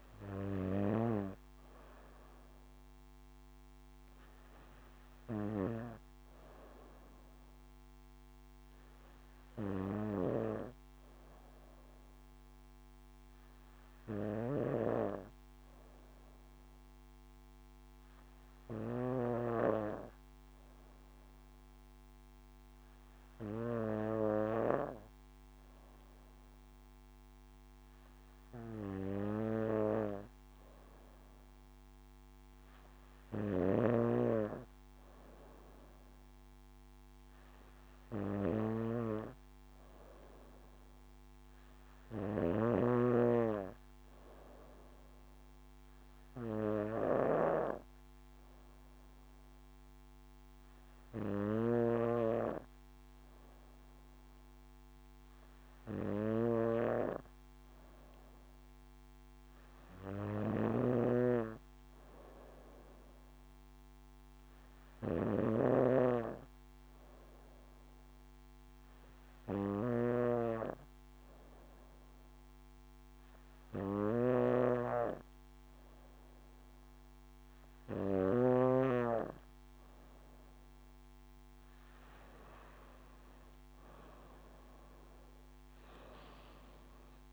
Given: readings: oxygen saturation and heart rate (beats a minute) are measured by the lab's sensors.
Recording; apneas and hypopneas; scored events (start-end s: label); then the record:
breathing in sleep by a microphone on the trachea; 1
0.00-6.00 s: oxygen desaturation (device-marked, oxygen 94% lowest, heart rate 57 extreme)
9.50-27.00 s: hypopnea (oxygen 98% before, 94% lowest, heart rate 63 before, 54 extreme, up 2 after)
30.00-33.50 s: arousal
60.50-79.00 s: snoring (device-marked)
83.00-87.32 s: arousal
From the record:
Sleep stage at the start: N2 (light sleep); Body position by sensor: on the back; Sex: female